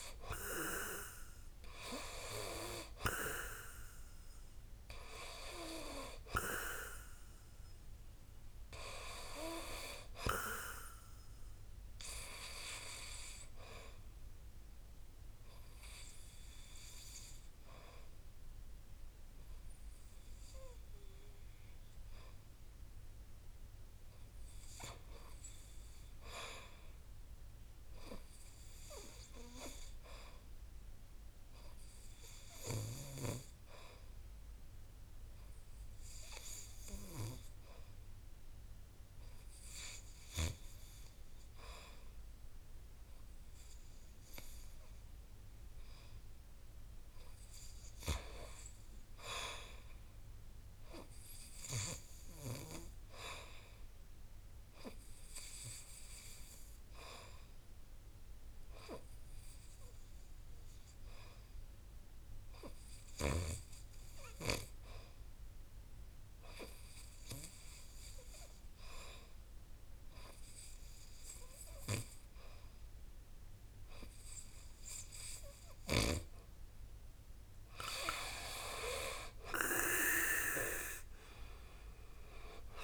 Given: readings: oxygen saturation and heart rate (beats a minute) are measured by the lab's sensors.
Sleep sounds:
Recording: breathing in sleep by a room microphone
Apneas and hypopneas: 2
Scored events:
0.00-3.00 s: arousal
4.50-21.50 s: oxygen desaturation (device-marked, oxygen 96% before, 87% lowest, heart rate 64 before, 61 extreme)
15.00-44.50 s: hypopnea (oxygen 96% before, 80% lowest, heart rate 65 before, 60 extreme, up 0 after)
36.50-69.50 s: oxygen desaturation (device-marked, oxygen 96% before, 81% lowest, heart rate 64 before, 54 extreme)
47.50-51.50 s: arousal
60.00-76.50 s: hypopnea (oxygen 95% before, 80% lowest, heart rate 61 before, 54 extreme, up 14 after)
78.00-81.50 s: arousal
79.50-82.84 s: oxygen desaturation (device-marked, oxygen 86% before, 80% lowest, heart rate 63 before, 54 extreme)
From the record:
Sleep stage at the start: N2 (light sleep)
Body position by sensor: on the back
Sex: male

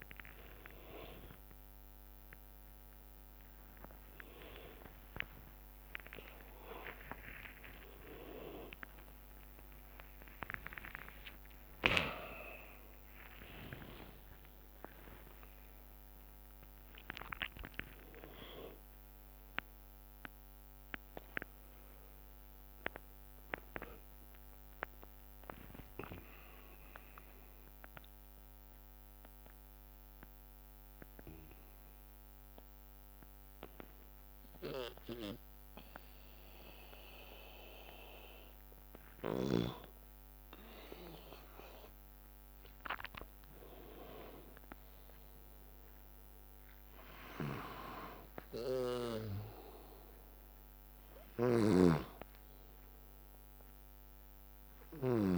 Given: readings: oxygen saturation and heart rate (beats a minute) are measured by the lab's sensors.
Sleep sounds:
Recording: breathing in sleep by a microphone on the trachea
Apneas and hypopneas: 1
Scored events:
0.00-3.50 s: drop in pulse transit time (device-marked, heart rate 79 extreme)
0.50-6.50 s: tachycardia (device-marked, heart rate 71 before, 102 extreme)
1.00-3.00 s: long interval between heartbeats (device-marked, heart rate 73 before, 93 extreme)
3.50-5.50 s: long interval between heartbeats (device-marked, heart rate 77 before, 101 extreme)
6.50-8.50 s: long interval between heartbeats (device-marked, heart rate 82 before, 101 extreme)
7.50-37.50 s: new sleep stage, N1 (lightest sleep)
11.00-13.00 s: long interval between heartbeats (device-marked, heart rate 89 before, 100 extreme)
11.50-20.50 s: drop in pulse transit time (device-marked, heart rate 90 before, 95 extreme)
12.50-14.50 s: tachycardia (device-marked, heart rate 71 before, 96 extreme)
15.50-17.50 s: long interval between heartbeats (device-marked, heart rate 94 before, 109 extreme)
16.50-18.50 s: tachycardia (device-marked, heart rate 72 before, 109 extreme)
26.50-30.00 s: arousal
33.00-43.00 s: hypopnea (oxygen 98% before, 92% lowest, heart rate 93 before, 63 extreme, up 12 after)
37.50-55.38 s: new sleep stage, N2 (light sleep)
44.00-48.50 s: arousal
46.50-55.38 s: oxygen desaturation (device-marked, oxygen 99% before, 95% lowest, heart rate 76 before, 63 extreme)
51.50-55.38 s: snoring (device-marked)
From the record:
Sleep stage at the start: N2 (light sleep)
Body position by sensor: on the back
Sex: male

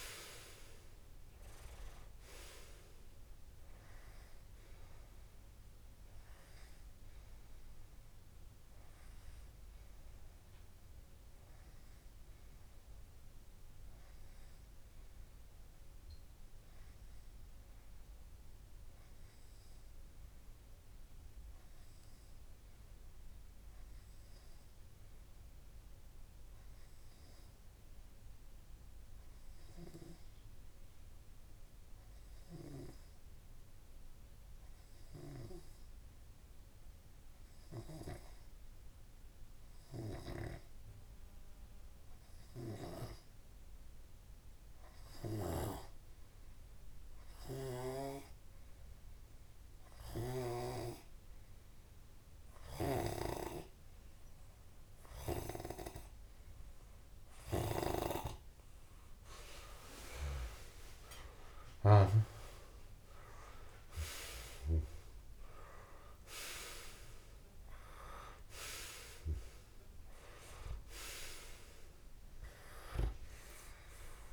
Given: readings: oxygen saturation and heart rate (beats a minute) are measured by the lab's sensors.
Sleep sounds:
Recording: breathing in sleep by a room microphone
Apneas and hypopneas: 1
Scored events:
9.00-58.00 s: hypopnea (oxygen 94% before, 93% lowest)
61.00-64.00 s: arousal
From the record:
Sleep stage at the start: N2 (light sleep)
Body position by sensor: on the back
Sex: male

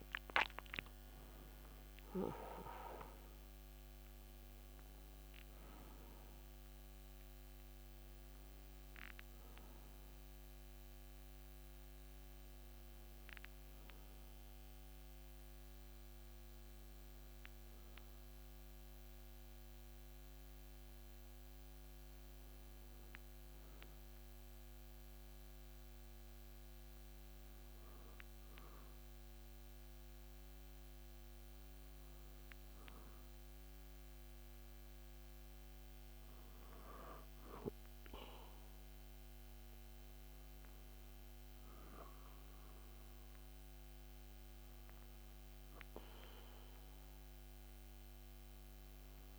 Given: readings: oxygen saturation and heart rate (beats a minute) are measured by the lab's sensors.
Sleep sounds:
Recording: breathing in sleep by a microphone on the trachea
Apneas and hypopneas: none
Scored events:
0.00-1.00 s: arousal
From the record:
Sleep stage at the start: N2 (light sleep)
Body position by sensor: on the back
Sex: male

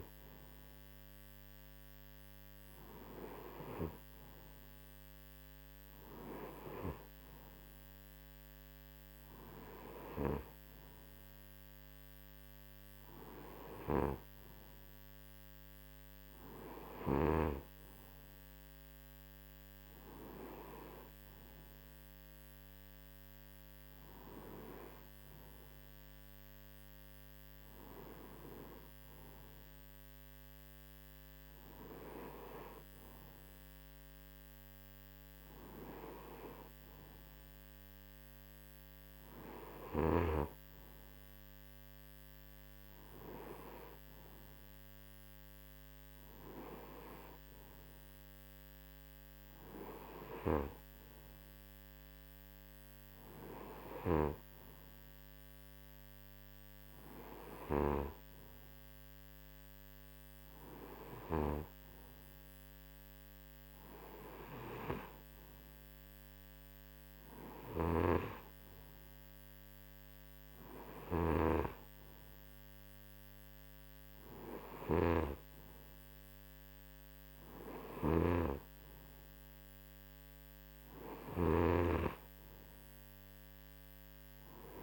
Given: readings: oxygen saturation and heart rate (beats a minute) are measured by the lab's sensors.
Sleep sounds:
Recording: breathing in sleep by a microphone on the trachea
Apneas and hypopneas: none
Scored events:
67.50-84.83 s: snoring (device-marked)
From the record:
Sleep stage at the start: N2 (light sleep)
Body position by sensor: on the right side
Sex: male

